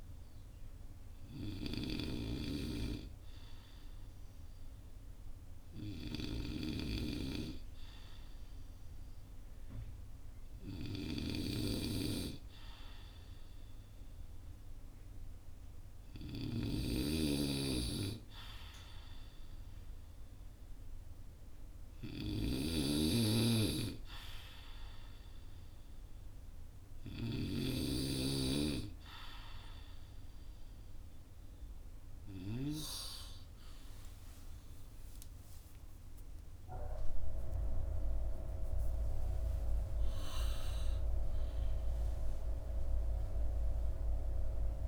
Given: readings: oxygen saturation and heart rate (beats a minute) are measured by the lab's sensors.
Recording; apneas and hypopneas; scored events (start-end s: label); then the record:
a person partly awake in a sleep study, by a room microphone; none
10.00-26.50 s: snoring (device-marked)
31.00-44.88 s: new sleep stage, awake
From the record:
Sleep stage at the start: N2 (light sleep); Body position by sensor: on the right side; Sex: male